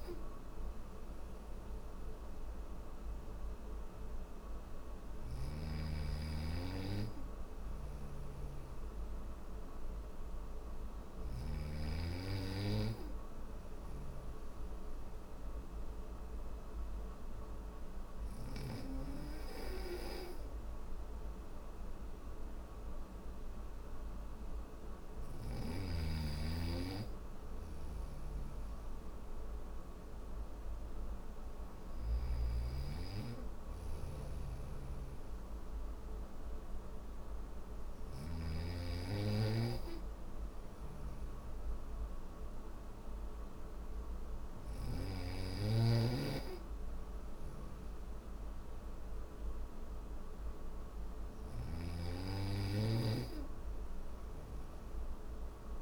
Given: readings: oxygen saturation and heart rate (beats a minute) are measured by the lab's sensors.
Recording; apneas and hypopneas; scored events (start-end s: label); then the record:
breathing in sleep by a room microphone; none
6.50-10.50 s: snoring (device-marked)
26.50-31.50 s: snoring (device-marked)
33.50-37.50 s: snoring (device-marked)
From the record:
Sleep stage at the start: N1 (lightest sleep); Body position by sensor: on the back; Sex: male